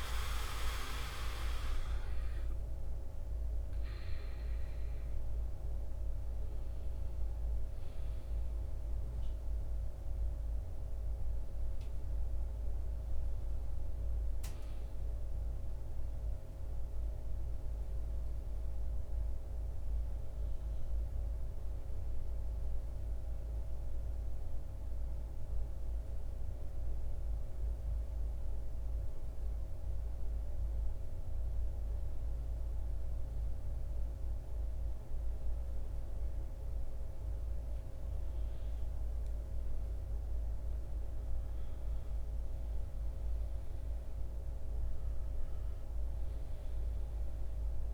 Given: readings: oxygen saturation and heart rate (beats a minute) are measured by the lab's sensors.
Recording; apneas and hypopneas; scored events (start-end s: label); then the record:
breathing in sleep, hard to hear, by a room microphone; 1
0.00-3.00 s: arousal
3.00-27.00 s: oxygen desaturation (device-marked, oxygen 97% before, 87% lowest)
22.50-38.00 s: mixed apnea (oxygen 97% before, 87% lowest, heart rate 30 before, 49 extreme, up 9 after)
39.50-44.50 s: arousal
45.00-47.94 s: oxygen desaturation (device-marked, oxygen 97% before, 87% lowest, heart rate 53 before, 35 extreme)
From the record:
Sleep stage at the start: N2 (light sleep); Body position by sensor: on the back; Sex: male